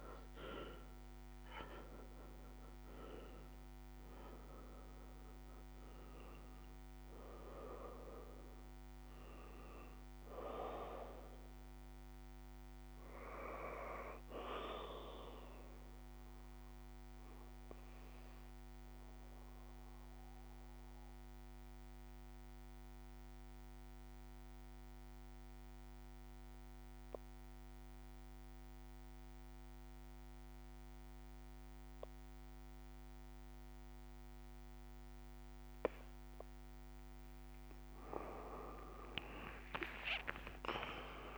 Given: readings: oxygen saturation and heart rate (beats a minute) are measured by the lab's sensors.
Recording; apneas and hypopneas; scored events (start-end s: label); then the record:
breathing in sleep by a microphone on the trachea; 1
2.50-32.50 s: oxygen desaturation (device-marked, oxygen 92% before, 81% lowest, heart rate 69 before, 56 extreme)
14.50-35.00 s: obstructive apnea (oxygen 93% before, 81% lowest, heart rate 71 before, 57 extreme, up 58 after)
37.50-41.38 s: arousal
From the record:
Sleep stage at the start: N2 (light sleep); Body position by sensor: on the back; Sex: female